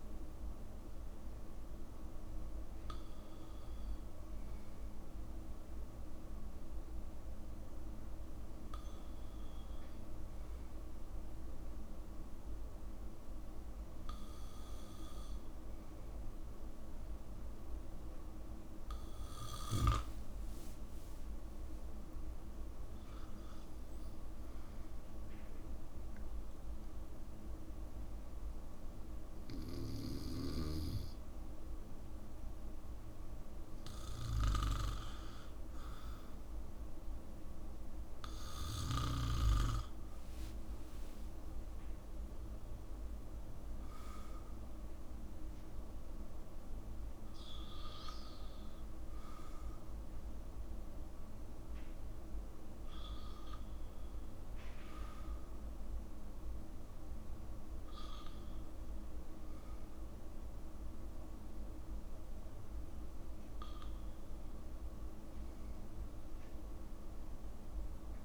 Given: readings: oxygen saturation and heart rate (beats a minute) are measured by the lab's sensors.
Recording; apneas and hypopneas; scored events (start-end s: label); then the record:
breathing in sleep by a room microphone; 1
20.00-22.00 s: long interval between heartbeats (device-marked, heart rate 60 before, 73 extreme)
26.00-36.00 s: mixed apnea (oxygen 95% before, 93% lowest, heart rate 66 before, 55 extreme, up 12 after)
40.00-44.00 s: arousal
From the record:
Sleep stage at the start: N2 (light sleep); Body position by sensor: on the back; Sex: male